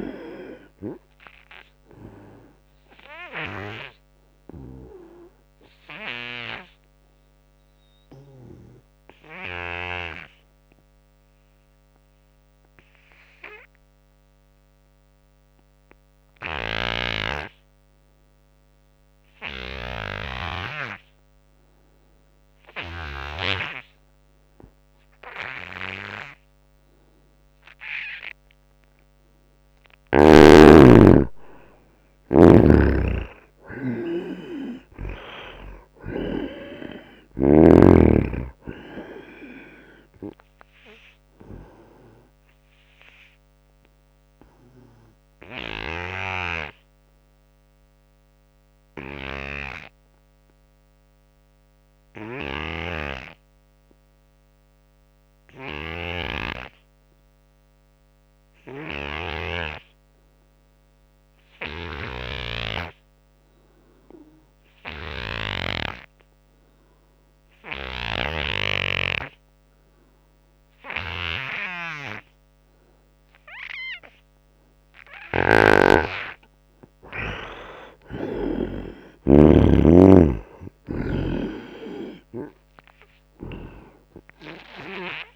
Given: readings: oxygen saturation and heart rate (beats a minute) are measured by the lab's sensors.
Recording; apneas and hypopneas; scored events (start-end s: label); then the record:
breathing in sleep by a microphone on the trachea; 2
0.00-20.00 s: oxygen desaturation (device-marked, oxygen 76% lowest, heart rate 74 extreme)
3.00-28.50 s: obstructive apnea (oxygen 96% before, 76% lowest, heart rate 71 before, 76 extreme, up 8 after)
3.50-5.50 s: long interval between heartbeats (device-marked, heart rate 71 before, 91 extreme)
25.00-54.00 s: oxygen desaturation (device-marked, oxygen 97% before, 76% lowest, heart rate 84 before, 66 extreme)
29.50-33.00 s: arousal
32.00-37.50 s: snoring (device-marked)
42.00-73.50 s: obstructive apnea (oxygen 97% before, 73% lowest, heart rate 82 before, 66 extreme, up 21 after)
61.50-65.50 s: snoring (device-marked)
67.00-85.36 s: oxygen desaturation (device-marked, oxygen 97% before, 73% lowest, heart rate 80 before, 76 extreme)
69.00-71.00 s: long interval between heartbeats (device-marked, heart rate 78 before, 81 extreme)
75.00-78.50 s: arousal
75.00-78.50 s: snoring (device-marked)
From the record:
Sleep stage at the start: N2 (light sleep); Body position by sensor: on the right side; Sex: male